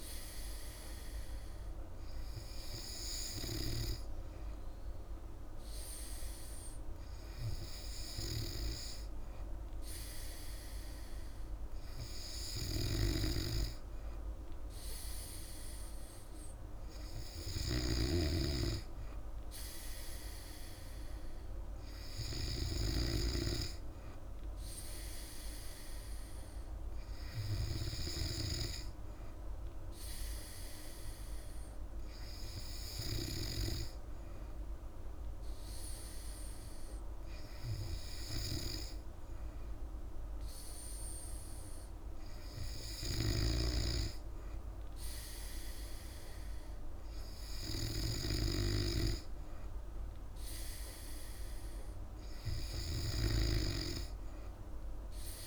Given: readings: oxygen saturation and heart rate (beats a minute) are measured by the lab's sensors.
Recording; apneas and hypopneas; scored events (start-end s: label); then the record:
breathing in sleep by a room microphone; none
12.50-18.00 s: snoring (device-marked)
43.00-53.50 s: snoring (device-marked)
From the record:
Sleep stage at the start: N3 (deep sleep); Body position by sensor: on the back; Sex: female